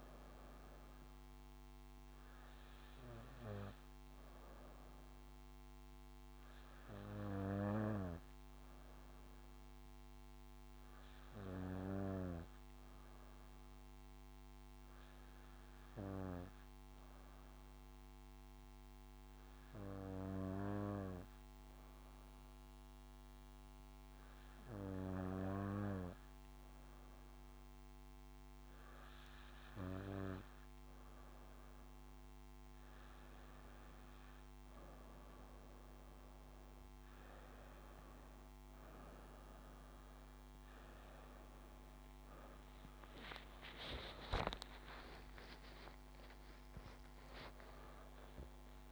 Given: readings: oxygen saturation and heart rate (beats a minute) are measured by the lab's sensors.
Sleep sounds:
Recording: breathing in sleep by a microphone on the trachea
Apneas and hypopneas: 1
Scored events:
0.00-7.50 s: oxygen desaturation (device-marked, oxygen 93% lowest, heart rate 60 extreme)
12.50-27.50 s: hypopnea (oxygen 97% before, 90% lowest, heart rate 64 before, 61 extreme, up 5 after)
39.50-48.92 s: oxygen desaturation (device-marked, oxygen 96% before, 90% lowest, heart rate 64 before, 80 extreme)
43.00-45.00 s: long interval between heartbeats (device-marked, heart rate 65 before, 77 extreme)
From the record:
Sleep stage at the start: N2 (light sleep)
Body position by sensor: on the back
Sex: female

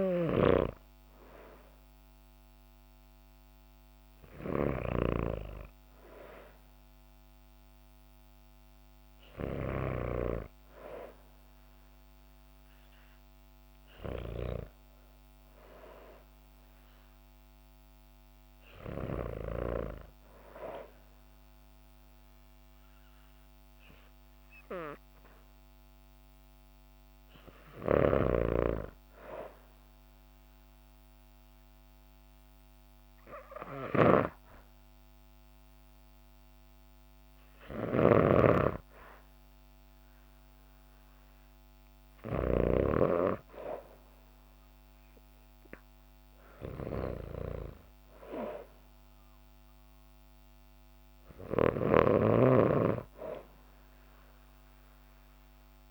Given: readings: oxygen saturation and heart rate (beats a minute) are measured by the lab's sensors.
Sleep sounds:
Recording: breathing in sleep by a microphone on the trachea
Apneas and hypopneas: none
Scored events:
0.00-5.00 s: snoring (device-marked)
27.50-43.00 s: snoring (device-marked)
From the record:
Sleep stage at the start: REM sleep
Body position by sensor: on the back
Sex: female

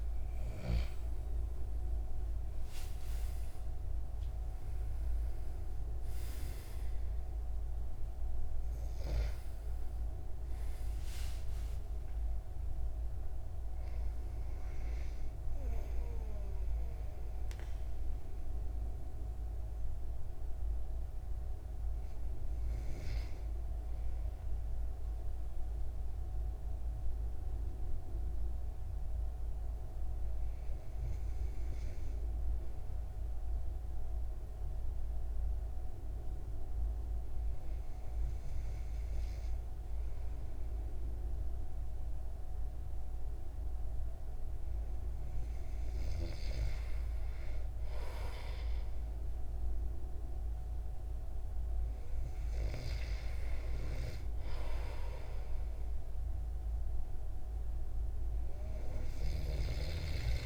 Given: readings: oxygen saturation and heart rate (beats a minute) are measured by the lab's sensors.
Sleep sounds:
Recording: breathing in sleep by a room microphone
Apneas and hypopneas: 1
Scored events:
0.00-16.50 s: oxygen desaturation (device-marked, oxygen 93% lowest, heart rate 69 extreme)
2.00-6.50 s: arousal
23.50-45.50 s: hypopnea (oxygen 96% before, 94% lowest, heart rate 85 before, 70 extreme, up 5 after)
From the record:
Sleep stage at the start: N2 (light sleep)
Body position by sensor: on the back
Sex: male

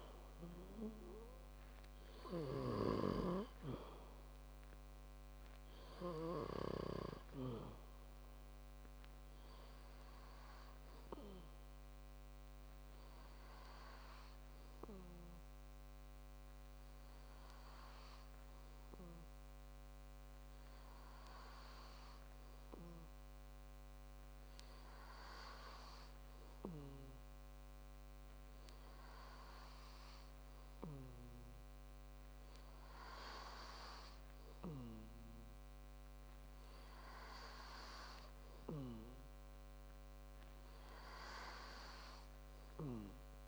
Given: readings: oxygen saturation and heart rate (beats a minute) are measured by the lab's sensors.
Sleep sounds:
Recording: breathing in sleep by a microphone on the trachea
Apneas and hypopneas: 1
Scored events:
0.00-3.00 s: arousal
18.00-38.00 s: hypopnea (oxygen 97% before, 95% lowest, heart rate 64 before, 51 extreme, up 2 after)
42.00-43.48 s: arousal
From the record:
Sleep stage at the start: N2 (light sleep)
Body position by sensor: on the back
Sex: male

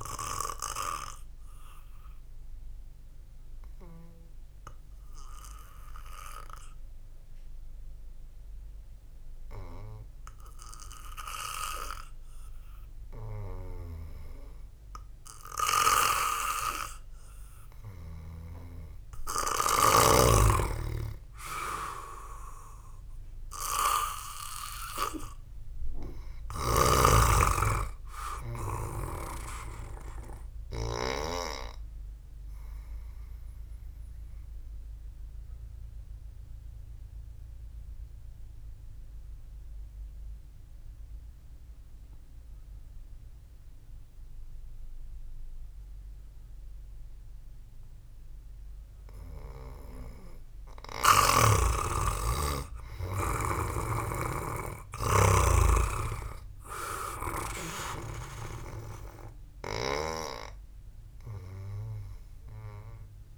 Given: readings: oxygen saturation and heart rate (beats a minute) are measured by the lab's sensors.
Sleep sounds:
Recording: breathing in sleep by a room microphone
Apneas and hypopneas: 2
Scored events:
2.00-15.50 s: obstructive apnea (oxygen 97% before, 91% lowest, heart rate 64 before, 56 extreme)
11.50-18.50 s: oxygen desaturation (device-marked, oxygen 94% before, 91% lowest, heart rate 64 before, 56 extreme)
21.50-27.00 s: arousal
35.50-50.50 s: obstructive apnea (oxygen 98% before, 91% lowest, heart rate 60 before, 58 extreme)
53.00-57.00 s: arousal
54.00-56.00 s: long interval between heartbeats (device-marked, heart rate 65 before, 65 extreme)
54.00-58.50 s: snoring (device-marked)
57.50-63.38 s: oxygen desaturation (device-marked, oxygen 97% before, 93% lowest, heart rate 64 before, 52 extreme)
From the record:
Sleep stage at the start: N2 (light sleep)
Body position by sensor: on the back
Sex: male

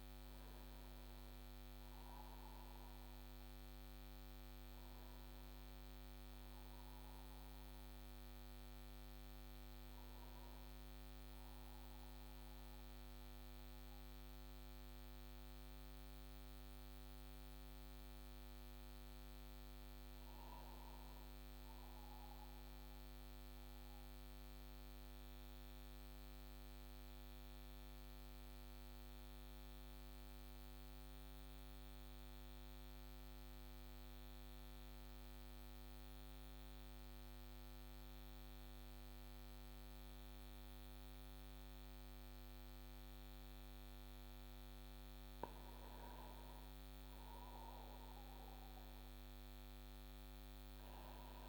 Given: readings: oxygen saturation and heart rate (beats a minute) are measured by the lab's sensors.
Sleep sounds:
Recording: breathing in sleep, hard to hear, by a microphone on the trachea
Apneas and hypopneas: 1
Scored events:
0.00-6.00 s: oxygen desaturation (device-marked, oxygen 93% lowest)
14.50-19.50 s: arousal
25.00-44.00 s: central apnea (oxygen 97% before, 94% lowest)
47.00-51.49 s: arousal
From the record:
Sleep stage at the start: N1 (lightest sleep)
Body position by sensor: on the back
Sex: male

